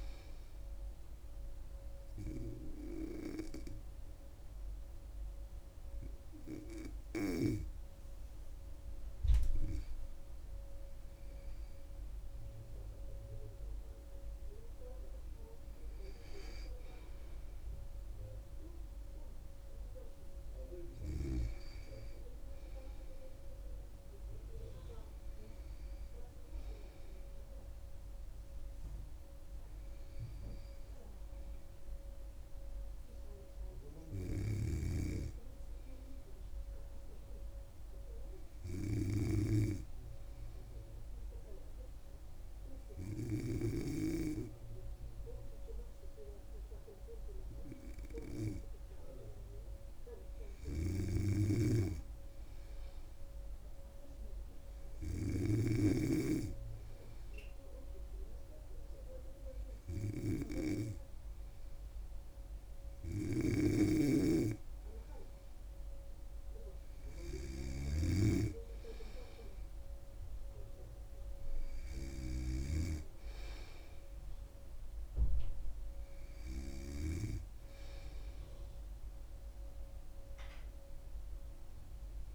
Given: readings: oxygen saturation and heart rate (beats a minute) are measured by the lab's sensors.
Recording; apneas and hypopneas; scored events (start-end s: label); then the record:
breathing in sleep by a room microphone; 2
2.00-12.00 s: hypopnea (oxygen 98% before, 97% lowest, heart rate 78 before, 78 extreme, up 8 after)
15.50-18.00 s: arousal
37.50-50.00 s: hypopnea (oxygen 98% before, 96% lowest, heart rate 82 before, 75 extreme, up 2 after)
51.50-56.50 s: snoring (device-marked)
55.50-58.00 s: arousal
63.50-73.00 s: snoring (device-marked)
From the record:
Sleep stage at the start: N2 (light sleep); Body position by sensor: on the back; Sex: female